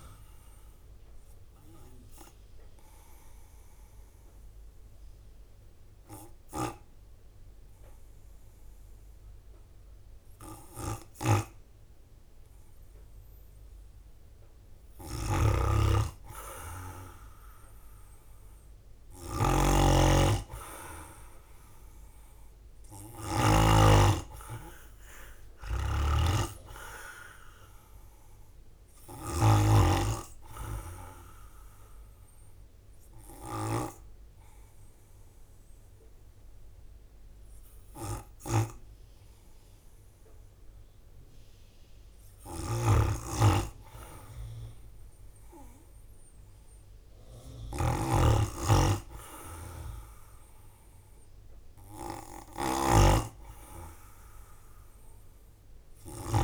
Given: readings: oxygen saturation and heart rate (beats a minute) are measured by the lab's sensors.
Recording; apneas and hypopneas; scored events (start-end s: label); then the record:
breathing in sleep by a room microphone; 2
0.00-5.50 s: drop in pulse transit time (device-marked, heart rate 56 extreme)
1.50-13.50 s: obstructive apnea (oxygen 98% before, 94% lowest, heart rate 57 before, 51 extreme, up 12 after)
16.50-20.00 s: arousal
18.50-31.50 s: oxygen desaturation (device-marked, oxygen 98% before, 94% lowest, heart rate 55 before, 52 extreme)
19.00-23.50 s: snoring (device-marked)
21.50-35.50 s: drop in pulse transit time (device-marked, heart rate 56 before, 55 extreme)
25.50-29.50 s: snoring (device-marked)
30.50-41.00 s: obstructive apnea (oxygen 98% before, 95% lowest, heart rate 59 before, 52 extreme, up 7 after)
47.50-56.44 s: snoring (device-marked)
From the record:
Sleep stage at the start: N2 (light sleep); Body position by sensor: on the right side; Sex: male